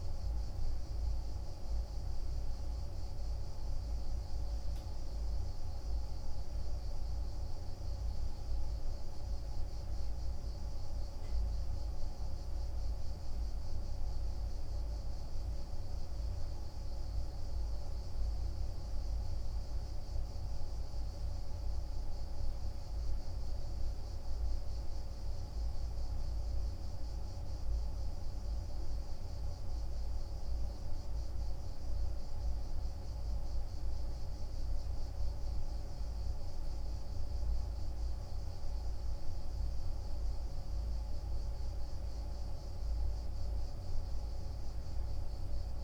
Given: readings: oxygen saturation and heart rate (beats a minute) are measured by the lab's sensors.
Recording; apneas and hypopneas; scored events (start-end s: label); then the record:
breathing in sleep, hard to hear, by a room microphone; none
none scored
From the record:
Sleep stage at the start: N2 (light sleep); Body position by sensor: on the right side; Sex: male